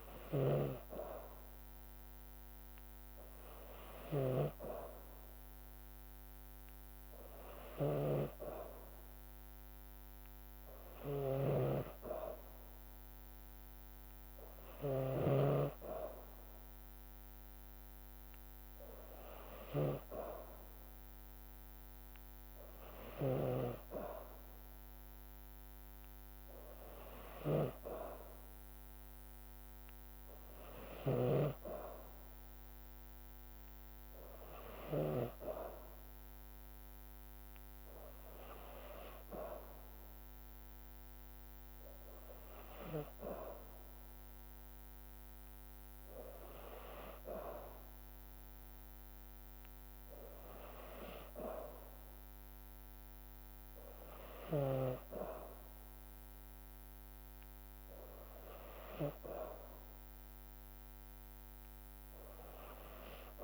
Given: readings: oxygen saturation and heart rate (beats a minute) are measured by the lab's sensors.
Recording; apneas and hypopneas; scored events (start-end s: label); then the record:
breathing in sleep by a microphone on the trachea; none
0.00-19.50 s: snoring (device-marked)
From the record:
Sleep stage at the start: N2 (light sleep); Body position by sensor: on the back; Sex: female